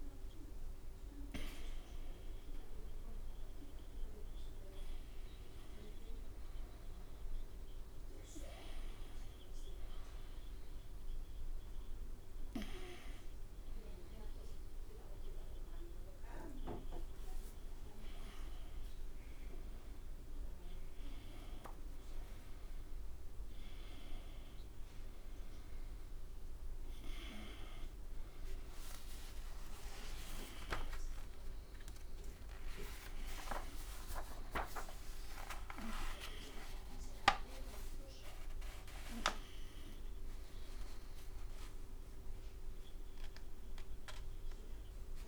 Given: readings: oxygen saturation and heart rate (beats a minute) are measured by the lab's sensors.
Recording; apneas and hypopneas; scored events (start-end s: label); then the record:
a person awake in a sleep study, by a room microphone; none
38.00-40.00 s: long interval between heartbeats (device-marked, heart rate 68 before, 77 extreme)
From the record:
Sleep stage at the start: awake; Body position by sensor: on the right side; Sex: male